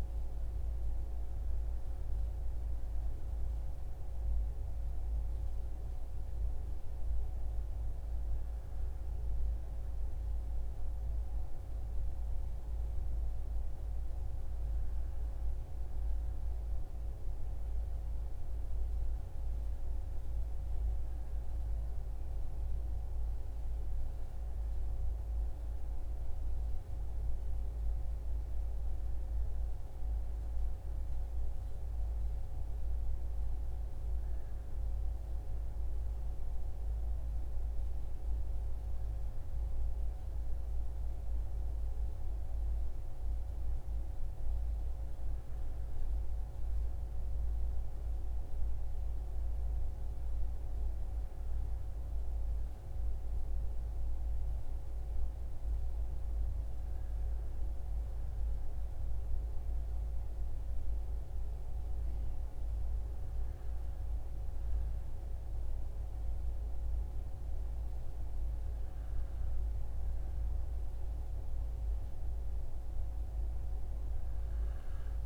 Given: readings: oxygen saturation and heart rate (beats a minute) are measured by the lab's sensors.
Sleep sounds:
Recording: breathing in sleep, hard to hear, by a room microphone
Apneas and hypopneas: none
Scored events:
none scored
From the record:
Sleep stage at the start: REM sleep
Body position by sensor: on the back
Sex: male

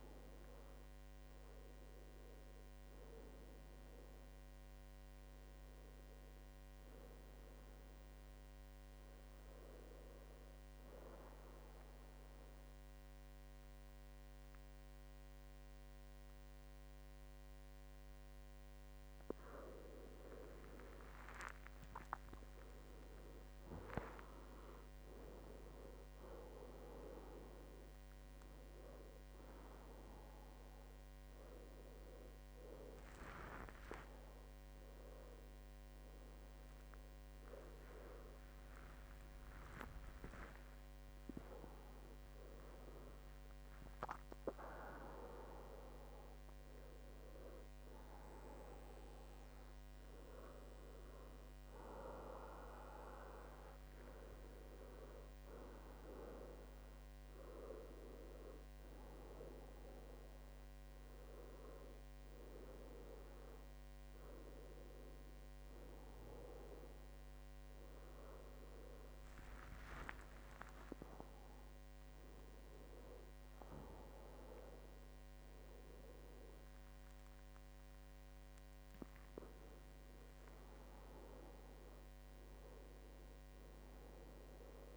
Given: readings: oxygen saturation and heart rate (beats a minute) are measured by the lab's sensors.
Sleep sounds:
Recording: a person awake in a sleep study, by a microphone on the trachea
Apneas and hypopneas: 1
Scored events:
11.00-21.00 s: obstructive apnea (oxygen 97% before, 93% lowest, heart rate 74 before, 67 extreme, up 19 after)
25.50-46.50 s: oxygen desaturation (device-marked, oxygen 96% before, 93% lowest, heart rate 69 before, 72 extreme)
27.50-29.50 s: long interval between heartbeats (device-marked, heart rate 71 before, 85 extreme)
33.50-84.97 s: new sleep stage, awake
From the record:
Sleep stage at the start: N2 (light sleep)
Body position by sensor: on the back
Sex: male

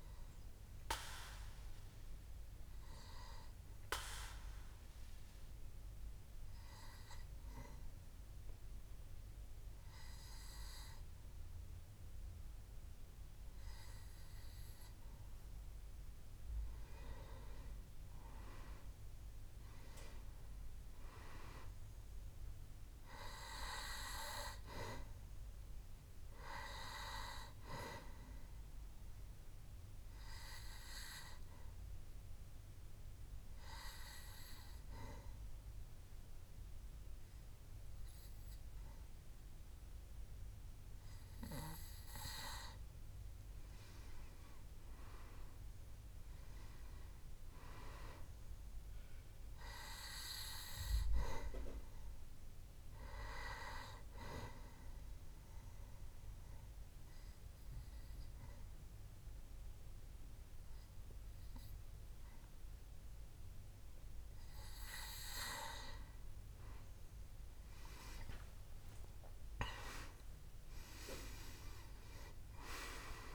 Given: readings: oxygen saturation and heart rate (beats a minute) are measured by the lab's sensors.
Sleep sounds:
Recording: breathing in sleep by a room microphone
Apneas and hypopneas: 3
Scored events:
0.50-16.50 s: obstructive apnea (oxygen 97% before, 93% lowest, heart rate 69 before, 66 extreme, up 4 after)
18.00-22.00 s: arousal
20.50-38.50 s: oxygen desaturation (device-marked, oxygen 97% before, 93% lowest, heart rate 68 before, 64 extreme)
30.00-42.00 s: obstructive apnea (oxygen 97% before, 93% lowest, heart rate 68 before, 64 extreme, up 4 after)
44.50-48.00 s: arousal
55.50-66.50 s: obstructive apnea (oxygen 97% before, 94% lowest, heart rate 68 before, 63 extreme, up 11 after)
68.00-72.50 s: arousal
From the record:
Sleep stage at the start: N2 (light sleep)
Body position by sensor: on the back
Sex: male

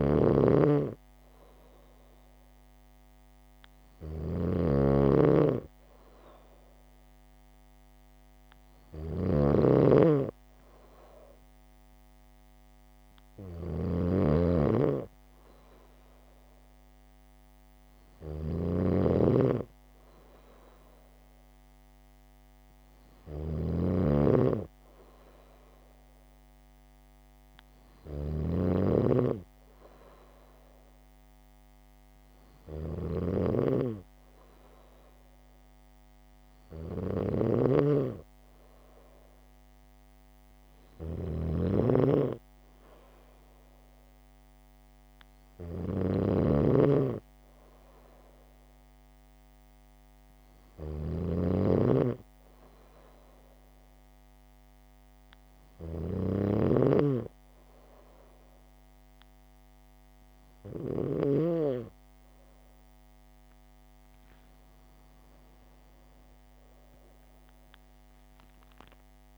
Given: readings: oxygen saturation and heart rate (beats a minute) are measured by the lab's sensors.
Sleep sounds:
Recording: breathing in sleep by a microphone on the trachea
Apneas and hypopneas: none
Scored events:
0.00-61.50 s: snoring (device-marked)
From the record:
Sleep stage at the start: N2 (light sleep)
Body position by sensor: on the back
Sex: female

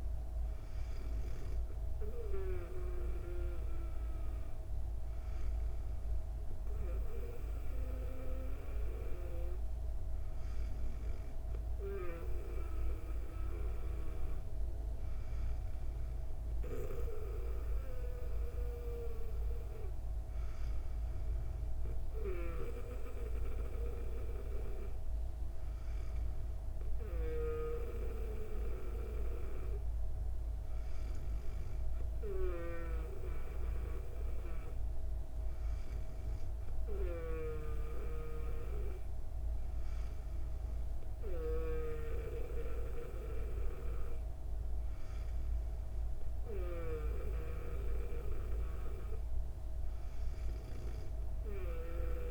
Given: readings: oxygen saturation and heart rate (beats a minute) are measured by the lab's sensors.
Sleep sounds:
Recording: breathing in sleep by a room microphone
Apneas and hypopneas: none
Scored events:
none scored
From the record:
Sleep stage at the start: N2 (light sleep)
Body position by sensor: on the back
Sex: female

